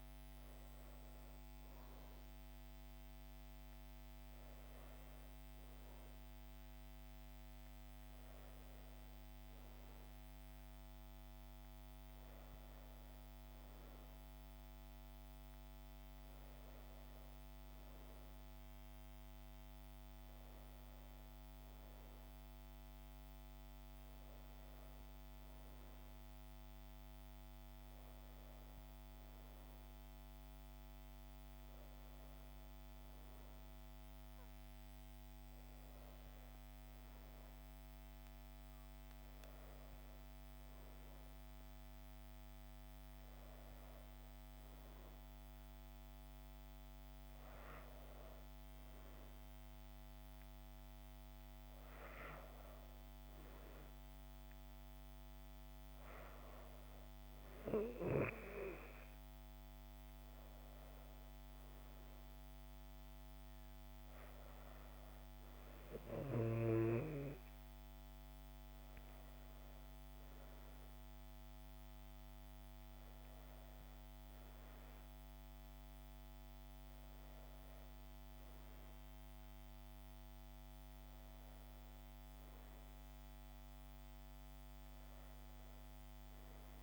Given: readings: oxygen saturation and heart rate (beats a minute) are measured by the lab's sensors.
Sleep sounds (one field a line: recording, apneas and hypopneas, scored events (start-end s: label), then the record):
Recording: breathing in sleep, hard to hear, by a microphone on the trachea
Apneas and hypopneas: none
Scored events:
13.00-73.00 s: new sleep stage, N2 (light sleep)
73.00-86.83 s: new sleep stage, N1 (lightest sleep)
76.50-81.00 s: arousal
From the record:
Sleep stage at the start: N1 (lightest sleep)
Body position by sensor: on the back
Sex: female